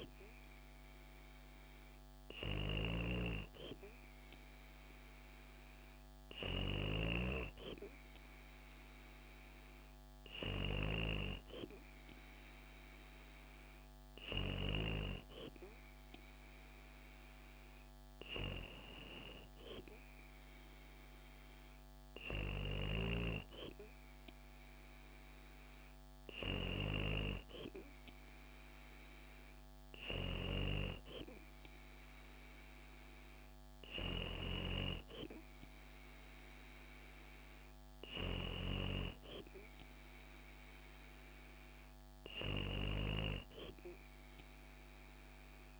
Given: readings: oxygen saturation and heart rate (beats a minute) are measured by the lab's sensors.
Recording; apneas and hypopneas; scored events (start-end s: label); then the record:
breathing in sleep by a microphone on the trachea; none
none scored
From the record:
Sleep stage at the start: N3 (deep sleep); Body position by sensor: on the back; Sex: female